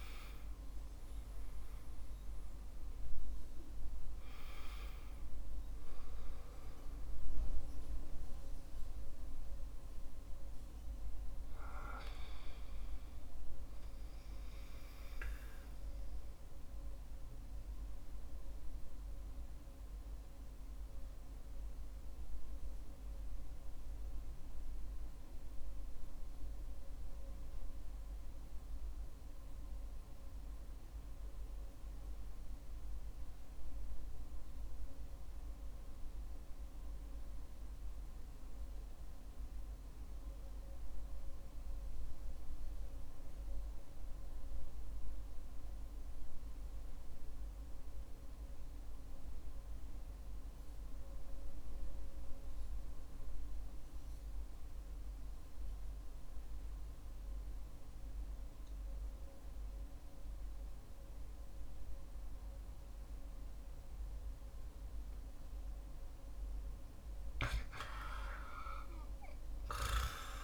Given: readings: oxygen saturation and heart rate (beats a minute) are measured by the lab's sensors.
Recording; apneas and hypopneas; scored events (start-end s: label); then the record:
breathing in sleep, hard to hear, by a room microphone; 1
0.00-14.00 s: oxygen desaturation (device-marked, oxygen 93% lowest, heart rate 50 extreme)
19.00-65.50 s: mixed apnea (oxygen 95% before, 88% lowest, heart rate 58 before, 47 extreme, up 11 after)
24.00-37.00 s: oxygen desaturation (device-marked, oxygen 94% before, 88% lowest, heart rate 55 before, 47 extreme)
66.00-70.43 s: oxygen desaturation (device-marked, oxygen 96% before, 93% lowest, heart rate 50 before, 51 extreme)
From the record:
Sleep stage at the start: REM sleep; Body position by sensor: on the back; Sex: male